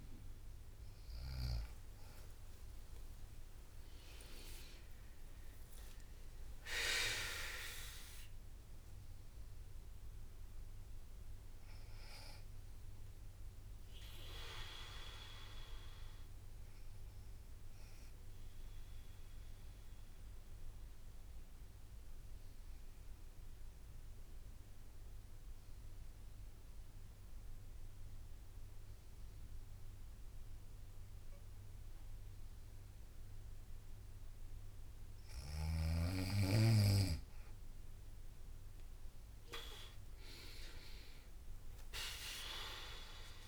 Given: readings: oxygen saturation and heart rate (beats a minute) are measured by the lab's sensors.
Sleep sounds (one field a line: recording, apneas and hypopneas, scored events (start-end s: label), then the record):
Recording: breathing in sleep by a room microphone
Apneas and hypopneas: 1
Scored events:
0.00-1.50 s: snoring (device-marked)
2.00-5.50 s: arousal
3.50-5.50 s: long interval between heartbeats (device-marked, heart rate 62 before, 89 extreme)
4.50-19.50 s: drop in pulse transit time (device-marked, heart rate 64 before, 62 extreme)
18.50-34.00 s: obstructive apnea (oxygen 95% before, 93% lowest, heart rate 74 before, 58 extreme, up 1 after)
20.50-27.50 s: bradycardia (device-marked, heart rate 62 before, 59 extreme)
29.50-38.50 s: bradycardia (device-marked, heart rate 62 before, 59 extreme)
35.00-38.50 s: arousal
38.50-43.48 s: drop in pulse transit time (device-marked, heart rate 60 before, 58 extreme)
40.50-43.48 s: oxygen desaturation (device-marked, oxygen 98% before, 93% lowest, heart rate 59 before, 57 extreme)
From the record:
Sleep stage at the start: N2 (light sleep)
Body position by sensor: on the right side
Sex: female